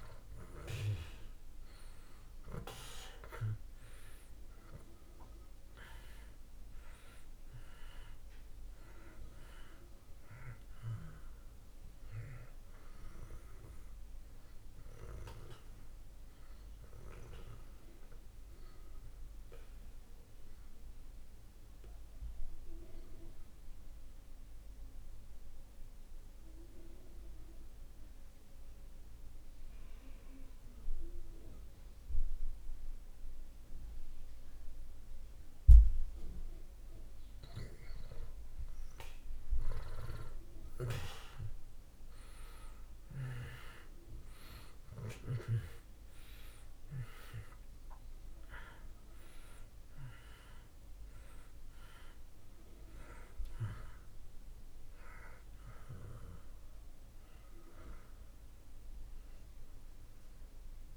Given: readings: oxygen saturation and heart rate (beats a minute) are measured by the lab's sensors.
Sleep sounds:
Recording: breathing in sleep by a room microphone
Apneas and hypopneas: 1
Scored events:
0.00-2.00 s: arousal
12.50-34.50 s: oxygen desaturation (device-marked, oxygen 96% before, 82% lowest)
19.00-35.00 s: obstructive apnea (oxygen 96% before, 78% lowest)
37.50-42.00 s: arousal
43.50-60.97 s: oxygen desaturation (device-marked, oxygen 95% before, 78% lowest)
From the record:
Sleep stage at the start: N2 (light sleep)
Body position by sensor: on the back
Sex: male

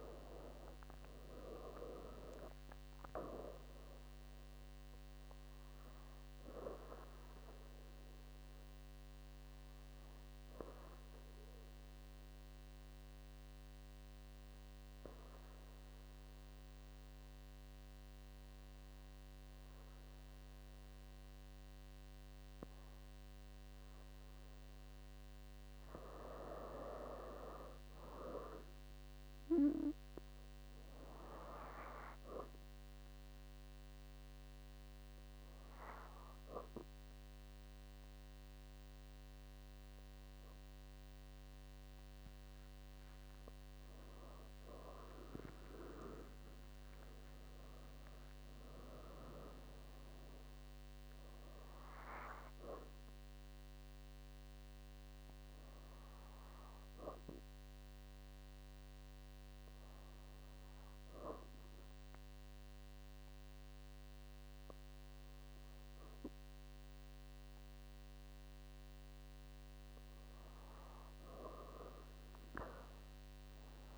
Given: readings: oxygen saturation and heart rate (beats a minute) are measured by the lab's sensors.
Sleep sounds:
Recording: breathing in sleep by a microphone on the trachea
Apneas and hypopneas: 2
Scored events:
10.00-25.00 s: obstructive apnea (oxygen 99% before, 96% lowest, heart rate 83 before, 57 extreme, up 9 after)
27.00-30.00 s: arousal
44.00-48.50 s: arousal
55.50-69.00 s: hypopnea (oxygen 99% before, 96% lowest, heart rate 81 before, 58 extreme, up 7 after)
72.00-73.98 s: arousal
From the record:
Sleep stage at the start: N2 (light sleep)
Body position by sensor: on the back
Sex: female

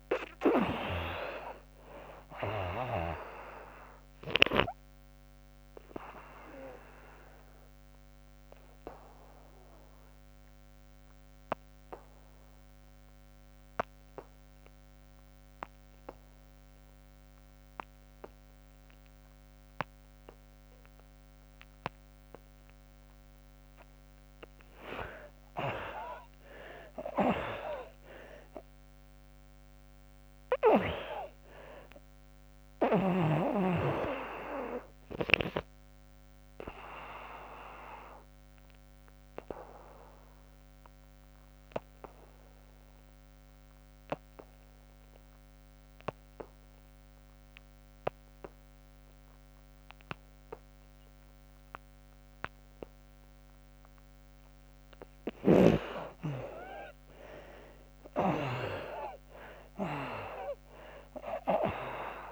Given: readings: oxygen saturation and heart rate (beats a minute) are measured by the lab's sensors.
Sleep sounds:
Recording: breathing in sleep by a microphone on the trachea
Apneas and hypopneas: 2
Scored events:
0.00-2.00 s: arousal
0.00-18.00 s: oxygen desaturation (device-marked, oxygen 62% lowest, heart rate 73 extreme)
4.50-23.00 s: obstructive apnea (oxygen 93% before, 62% lowest, heart rate 88 before, 73 extreme, up 27 after)
25.00-43.00 s: oxygen desaturation (device-marked, oxygen 93% before, 63% lowest, heart rate 82 before, 74 extreme)
26.00-30.50 s: arousal
36.00-54.00 s: obstructive apnea (oxygen 93% before, 58% lowest, heart rate 86 before, 74 extreme, up 25 after)
45.00-62.32 s: oxygen desaturation (device-marked, oxygen 94% before, 65% lowest, heart rate 92 before, 66 extreme)
56.50-61.50 s: arousal
From the record:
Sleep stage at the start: N2 (light sleep)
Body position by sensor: on the back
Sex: female

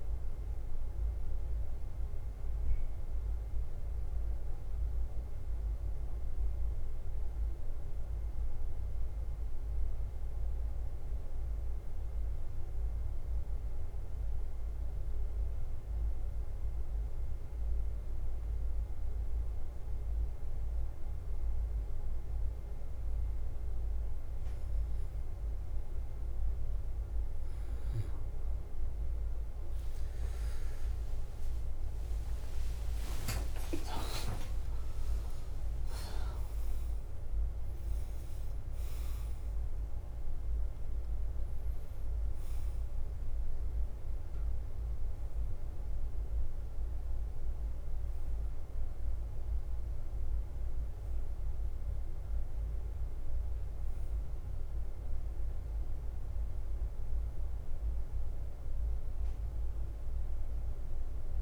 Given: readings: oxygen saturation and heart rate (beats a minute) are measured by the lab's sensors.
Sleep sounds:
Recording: breathing in sleep, hard to hear, by a room microphone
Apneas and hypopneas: 1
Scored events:
0.00-1.50 s: oxygen desaturation (device-marked, oxygen 94% lowest, heart rate 49 extreme)
0.00-28.50 s: bradycardia (device-marked, heart rate 41 extreme)
1.00-27.50 s: mixed apnea (oxygen 99% before, 90% lowest, heart rate 53 before, 49 extreme, up 21 after)
29.50-33.50 s: arousal
32.50-34.50 s: long interval between heartbeats (device-marked, heart rate 51 before, 70 extreme)
35.50-46.50 s: oxygen desaturation (device-marked, oxygen 98% before, 92% lowest, heart rate 54 before, 52 extreme)
43.50-61.42 s: bradycardia (device-marked, heart rate 53 before, 45 extreme)
48.50-61.42 s: oxygen desaturation (device-marked, oxygen 96% before, 90% lowest, heart rate 63 before, 49 extreme)
From the record:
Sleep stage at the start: N2 (light sleep)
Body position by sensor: on the back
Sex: male

